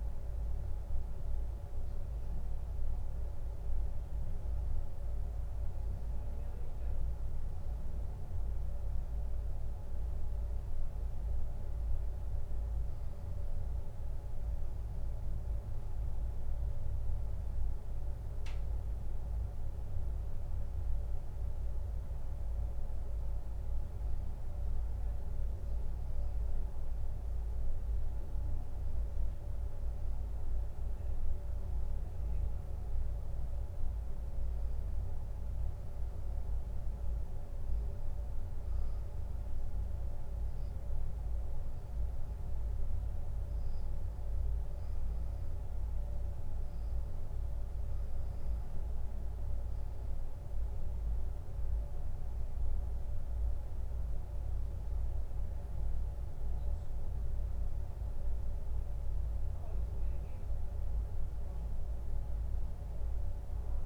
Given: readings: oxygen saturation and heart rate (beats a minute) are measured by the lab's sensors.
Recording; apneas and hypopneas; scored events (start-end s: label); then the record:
breathing in sleep, hard to hear, by a room microphone; none
0.00-10.50 s: bradycardia (device-marked)
From the record:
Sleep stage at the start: N2 (light sleep); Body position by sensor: on the back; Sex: male